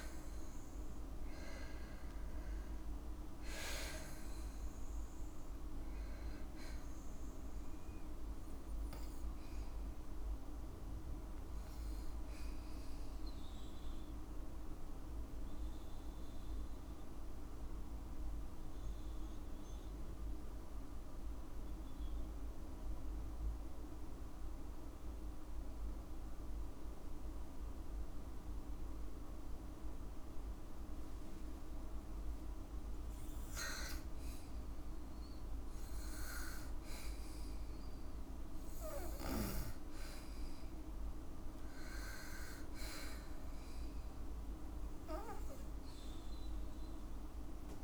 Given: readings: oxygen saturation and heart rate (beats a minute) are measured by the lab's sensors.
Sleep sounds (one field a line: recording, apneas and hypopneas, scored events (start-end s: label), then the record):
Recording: breathing in sleep, hard to hear, by a room microphone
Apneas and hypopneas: 1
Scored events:
11.00-32.00 s: obstructive apnea (oxygen 98% before, 93% lowest, heart rate 57 before, 52 extreme, up 6 after)
31.00-47.84 s: oxygen desaturation (device-marked, oxygen 98% before, 93% lowest, heart rate 53 before, 53 extreme)
36.00-39.50 s: arousal
From the record:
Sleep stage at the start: N2 (light sleep)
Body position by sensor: on the left side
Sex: female